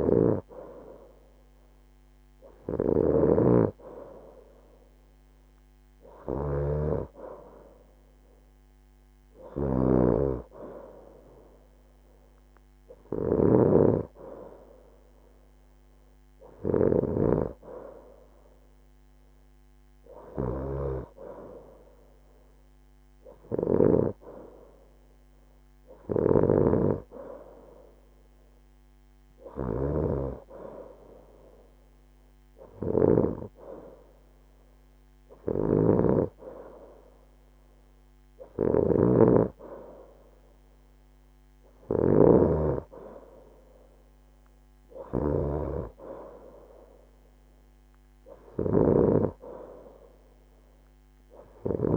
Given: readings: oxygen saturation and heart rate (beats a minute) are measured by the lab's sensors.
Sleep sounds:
breathing in sleep by a microphone on the trachea; none
none scored
From the record:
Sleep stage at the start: N2 (light sleep); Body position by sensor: on the right side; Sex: female

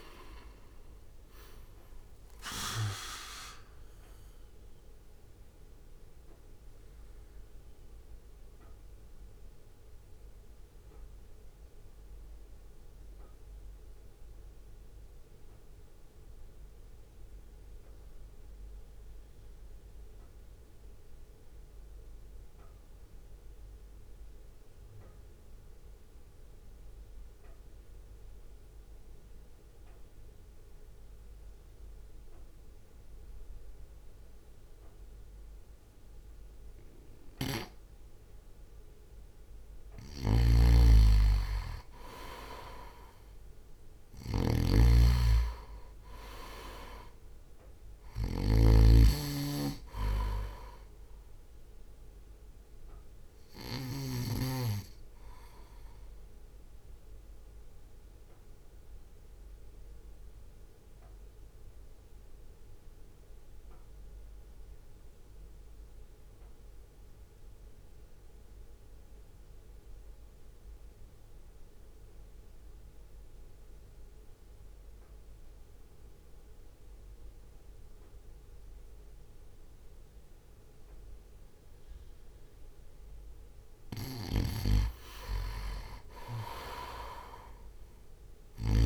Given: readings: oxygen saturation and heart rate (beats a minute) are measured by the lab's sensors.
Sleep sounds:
breathing in sleep by a room microphone; 2
0.00-13.00 s: drop in pulse transit time (device-marked, heart rate 50 extreme)
0.00-14.00 s: oxygen desaturation (device-marked, oxygen 91% lowest, heart rate 50 extreme)
4.50-38.50 s: mixed apnea (oxygen 98% before, 90% lowest, heart rate 58 before, 50 extreme, up 4 after)
40.00-54.00 s: snoring (device-marked)
40.50-44.00 s: arousal
42.00-50.00 s: oxygen desaturation (device-marked, oxygen 99% before, 92% lowest, heart rate 60 before, 50 extreme)
44.00-57.00 s: drop in pulse transit time (device-marked, heart rate 60 before, 50 extreme)
56.00-83.00 s: mixed apnea (oxygen 99% before, 90% lowest, heart rate 55 before, 50 extreme, up 1 after)
67.00-73.00 s: oxygen desaturation (device-marked, oxygen 93% before, 90% lowest, heart rate 53 before, 52 extreme)
84.00-88.86 s: snoring (device-marked)
87.00-88.86 s: arousal
From the record:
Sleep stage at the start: N2 (light sleep); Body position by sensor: on the right side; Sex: male

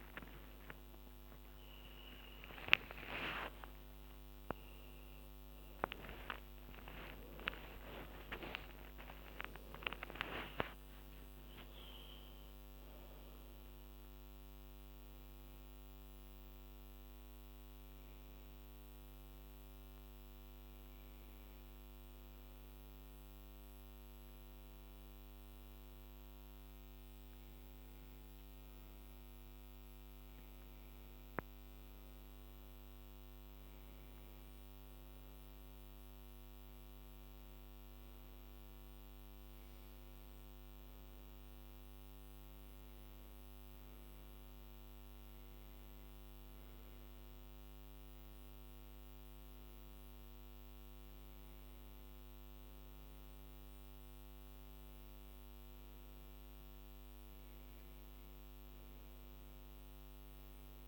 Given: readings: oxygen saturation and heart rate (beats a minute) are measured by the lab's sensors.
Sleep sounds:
breathing in sleep by a microphone on the trachea; none
6.00-10.50 s: arousal
11.00-13.00 s: long interval between heartbeats (device-marked, heart rate 86 before, 98 extreme)
30.00-60.00 s: new sleep stage, N2 (light sleep)
60.00-60.87 s: new sleep stage, N1 (lightest sleep)
From the record:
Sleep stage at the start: N1 (lightest sleep); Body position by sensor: on the back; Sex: female

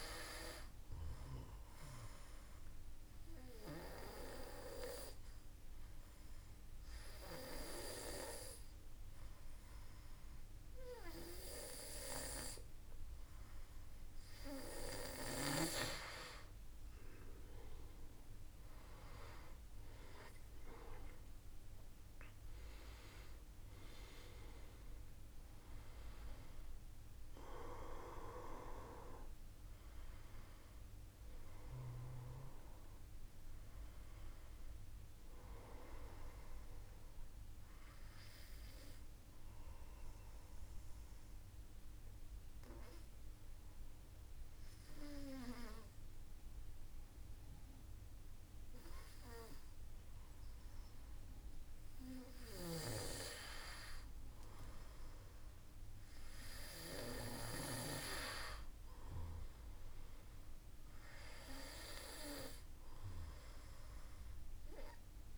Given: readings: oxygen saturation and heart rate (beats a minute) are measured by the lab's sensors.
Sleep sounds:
breathing in sleep by a room microphone; 2
2.00-15.00 s: obstructive apnea (oxygen 96% before, 92% lowest, heart rate 54 before, 52 extreme, up 5 after)
19.00-23.50 s: arousal
37.00-50.50 s: obstructive apnea (oxygen 96% before, 92% lowest, heart rate 57 before, 53 extreme, up 1 after)
55.00-59.00 s: arousal
From the record:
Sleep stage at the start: N2 (light sleep); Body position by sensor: on the back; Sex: male

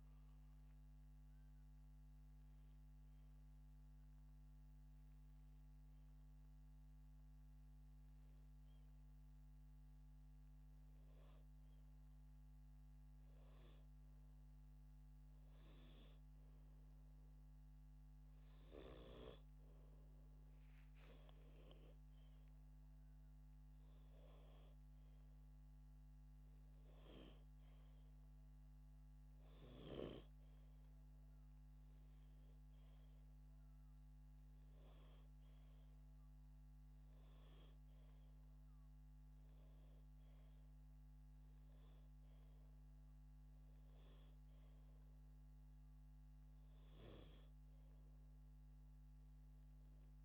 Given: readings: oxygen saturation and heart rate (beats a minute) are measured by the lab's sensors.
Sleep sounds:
breathing in sleep by a microphone on the trachea; none
23.00-28.00 s: arousal
From the record:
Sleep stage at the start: N2 (light sleep); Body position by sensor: upright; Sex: male

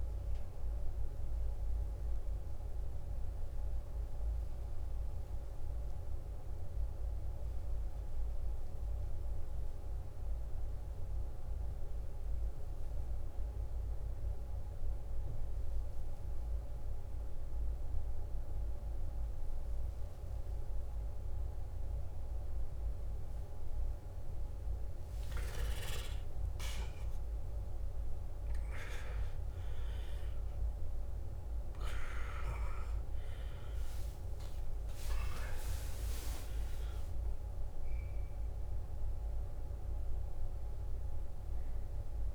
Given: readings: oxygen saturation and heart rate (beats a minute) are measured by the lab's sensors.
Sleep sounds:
breathing in sleep by a room microphone; 1
0.00-6.00 s: oxygen desaturation (device-marked, oxygen 86% lowest, heart rate 57 extreme)
2.50-25.00 s: hypopnea (oxygen 92% before, 88% lowest, heart rate 72 before, 57 extreme, up 13 after)
20.00-42.35 s: oxygen desaturation (device-marked, oxygen 99% before, 88% lowest, heart rate 59 before, 52 extreme)
26.50-30.50 s: arousal
From the record:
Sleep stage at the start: N2 (light sleep); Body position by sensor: on the left side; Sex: male

